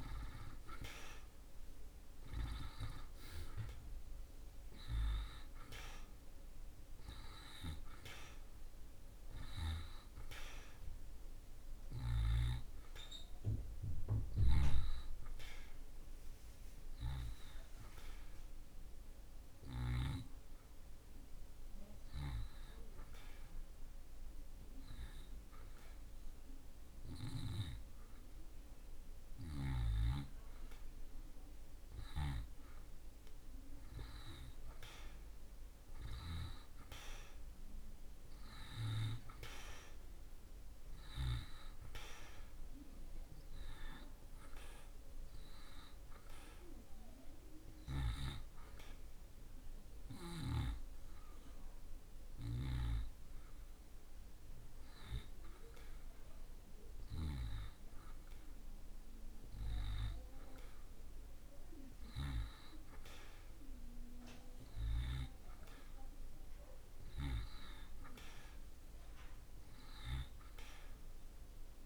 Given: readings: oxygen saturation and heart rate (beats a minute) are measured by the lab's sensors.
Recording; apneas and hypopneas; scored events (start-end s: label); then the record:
breathing in sleep by a room microphone; 2
0.00-2.00 s: arousal
11.50-30.50 s: oxygen desaturation (device-marked, oxygen 92% before, 86% lowest)
15.50-29.50 s: hypopnea (oxygen 92% before, 86% lowest)
29.50-71.86 s: new sleep stage, N1 (lightest sleep)
32.00-39.50 s: arousal
44.50-65.50 s: oxygen desaturation (device-marked, oxygen 92% before, 88% lowest)
46.50-57.50 s: hypopnea (oxygen 92% before, 88% lowest)
66.00-71.00 s: arousal
From the record:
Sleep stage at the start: N2 (light sleep); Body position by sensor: on the back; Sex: male